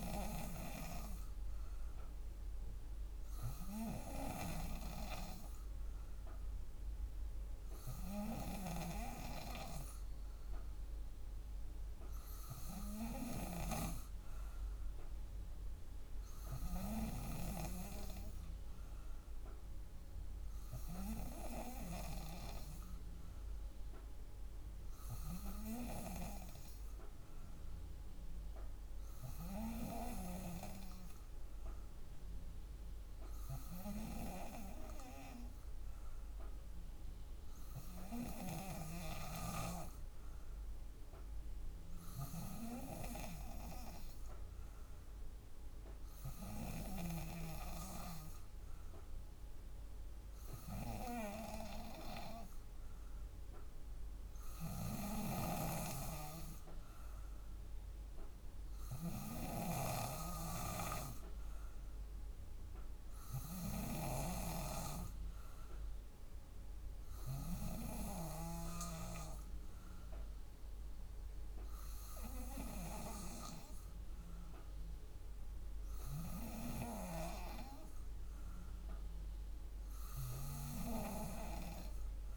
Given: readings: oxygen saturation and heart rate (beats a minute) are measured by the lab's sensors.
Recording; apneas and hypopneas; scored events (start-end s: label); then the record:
breathing in sleep by a room microphone; none
0.00-8.50 s: drop in pulse transit time (device-marked, heart rate 57 extreme)
54.50-64.00 s: snoring (device-marked)
From the record:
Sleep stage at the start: N2 (light sleep); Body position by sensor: on the back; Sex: female